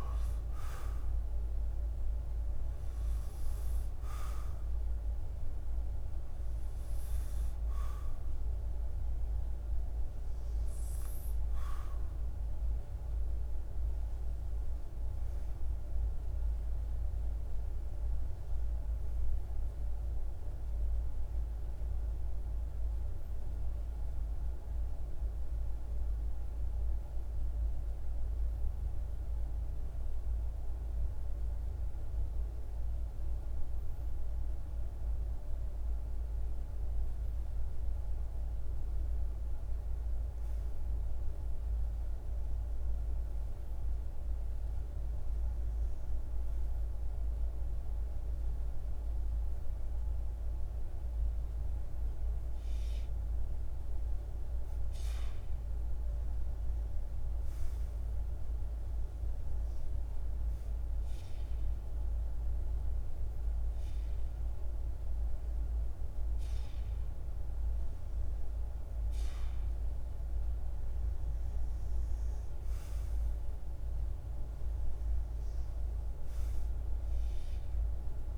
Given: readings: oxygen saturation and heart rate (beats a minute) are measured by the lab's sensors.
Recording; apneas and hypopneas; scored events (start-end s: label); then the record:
breathing in sleep, hard to hear, by a room microphone; none
48.00-73.00 s: oxygen desaturation (device-marked, oxygen 99% before, 95% lowest)
From the record:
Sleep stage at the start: REM sleep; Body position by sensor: on the back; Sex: male